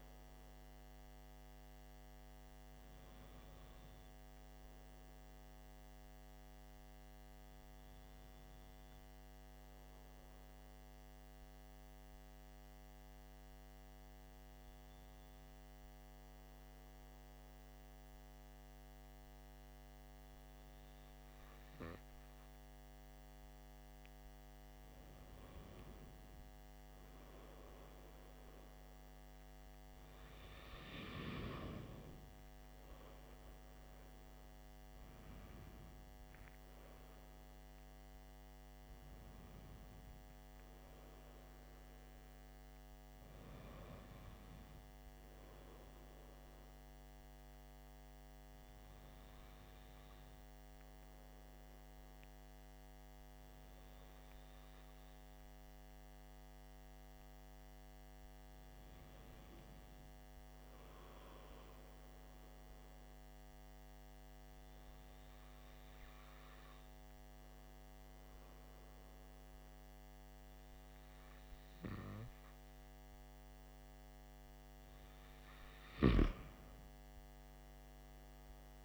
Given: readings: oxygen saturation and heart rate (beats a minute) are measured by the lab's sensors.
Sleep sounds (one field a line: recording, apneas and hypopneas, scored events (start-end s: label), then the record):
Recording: breathing in sleep, hard to hear, by a microphone on the trachea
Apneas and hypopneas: 2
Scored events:
1.50-22.00 s: hypopnea (oxygen 95% before, 94% lowest, heart rate 60 before, 51 extreme, up 9 after)
25.00-30.00 s: arousal
48.00-74.00 s: hypopnea (oxygen 95% before, 94% lowest, heart rate 58 before, 50 extreme, up 15 after)
From the record:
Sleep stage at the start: N2 (light sleep)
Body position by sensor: on the back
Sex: male